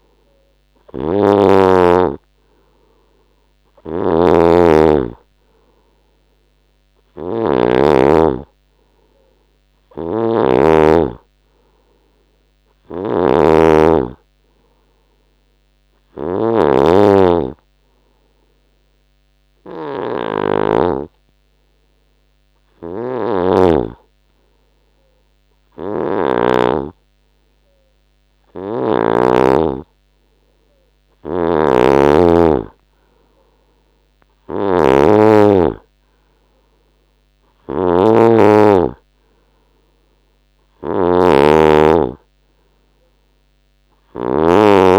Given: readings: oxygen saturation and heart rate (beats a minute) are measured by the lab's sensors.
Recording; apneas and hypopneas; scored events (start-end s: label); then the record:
breathing in sleep by a microphone on the trachea; 1
0.00-12.50 s: oxygen desaturation (device-marked, oxygen 93% lowest, heart rate 72 extreme)
1.00-8.00 s: snoring (device-marked)
10.00-29.50 s: snoring (device-marked)
18.50-31.00 s: hypopnea (oxygen 97% before, 93% lowest, heart rate 73 before, 72 extreme, up 4 after)
31.50-44.99 s: snoring (device-marked)
33.00-36.50 s: arousal
From the record:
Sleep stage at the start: N2 (light sleep); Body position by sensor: on the right side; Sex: male